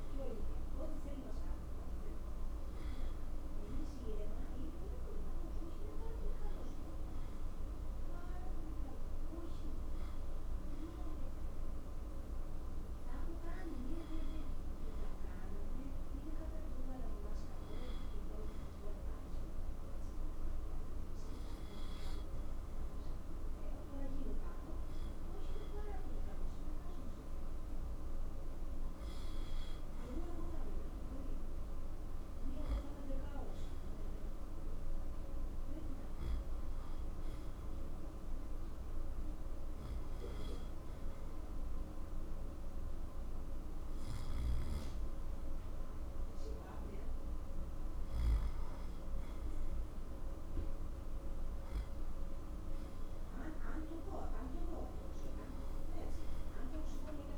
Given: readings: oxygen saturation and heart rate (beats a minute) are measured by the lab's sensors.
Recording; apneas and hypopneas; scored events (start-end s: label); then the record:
breathing in sleep by a room microphone; 1
39.50-50.50 s: obstructive apnea (oxygen 91% before, 88% lowest, heart rate 85 before, 77 extreme, up 0 after)
From the record:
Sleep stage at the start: N2 (light sleep); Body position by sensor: on the right side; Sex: male